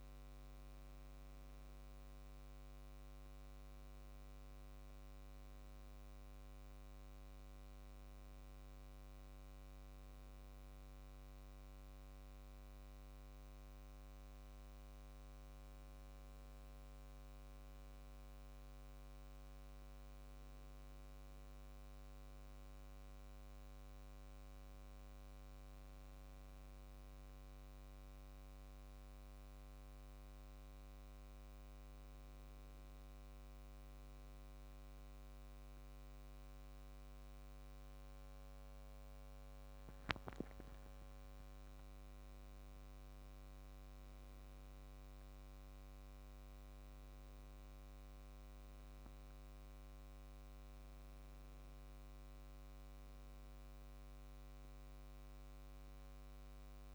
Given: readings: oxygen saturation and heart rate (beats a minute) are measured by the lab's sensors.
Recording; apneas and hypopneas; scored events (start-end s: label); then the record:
breathing in sleep, hard to hear, by a microphone on the trachea; none
45.50-49.50 s: arousal
From the record:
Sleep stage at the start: N2 (light sleep); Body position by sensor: on the back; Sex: male